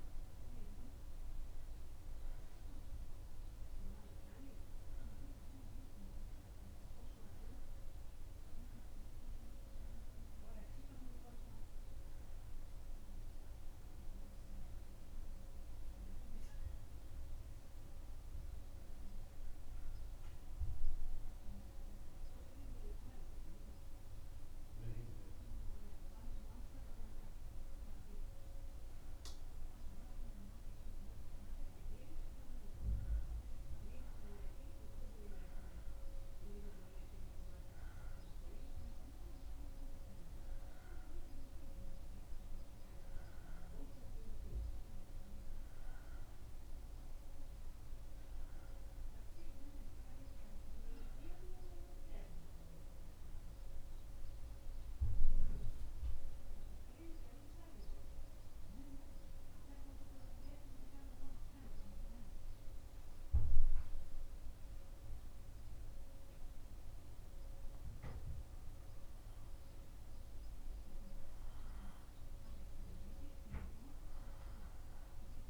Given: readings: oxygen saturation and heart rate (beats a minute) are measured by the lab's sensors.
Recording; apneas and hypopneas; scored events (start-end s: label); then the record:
breathing in sleep, hard to hear, by a room microphone; 1
26.00-75.50 s: new sleep stage, N2 (light sleep)
57.50-71.00 s: obstructive apnea
73.50-75.50 s: arousal
From the record:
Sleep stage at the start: N1 (lightest sleep); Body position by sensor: on the back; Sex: male